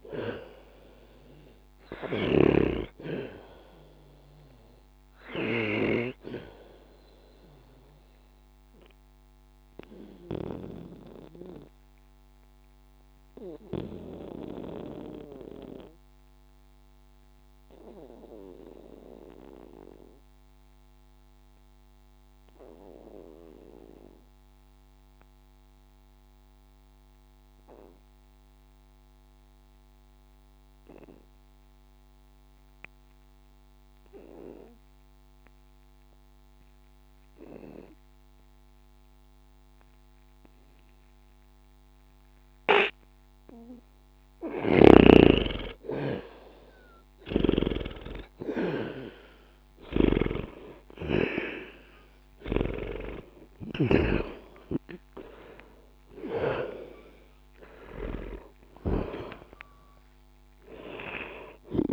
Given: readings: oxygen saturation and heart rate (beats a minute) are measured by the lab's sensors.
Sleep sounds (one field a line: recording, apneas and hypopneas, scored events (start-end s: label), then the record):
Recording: breathing in sleep by a microphone on the trachea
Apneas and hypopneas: 1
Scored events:
3.50-47.00 s: obstructive apnea (oxygen 99% before, 79% lowest, heart rate 60 before, 60 extreme, up 9 after)
6.00-29.00 s: oxygen desaturation (device-marked, oxygen 93% before, 79% lowest, heart rate 61 before, 60 extreme)
41.00-61.93 s: oxygen desaturation (device-marked, oxygen 99% before, 80% lowest, heart rate 60 before, 60 extreme)
49.50-54.00 s: arousal
From the record:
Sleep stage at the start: N2 (light sleep)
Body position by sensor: on the back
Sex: male